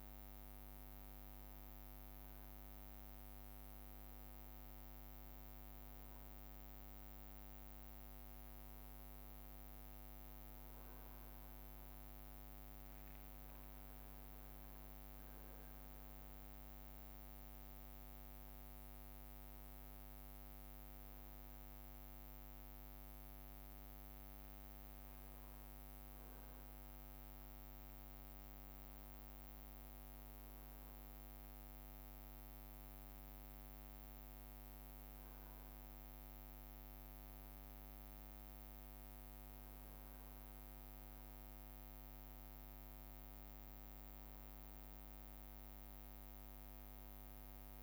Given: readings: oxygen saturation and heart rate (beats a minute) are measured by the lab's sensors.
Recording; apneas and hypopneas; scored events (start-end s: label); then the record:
breathing in sleep, hard to hear, by a microphone on the trachea; none
0.00-4.50 s: leg movement (device-marked)
0.00-14.00 s: bradycardia (device-marked)
2.00-4.00 s: long interval between heartbeats (device-marked)
5.00-47.83 s: new sleep stage, N2 (light sleep)
14.50-16.00 s: leg movement (device-marked)
23.00-26.00 s: bradycardia (device-marked)
24.50-29.00 s: leg movement (device-marked)
43.00-47.83 s: bradycardia (device-marked)
From the record:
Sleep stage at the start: N1 (lightest sleep); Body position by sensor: on the back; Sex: male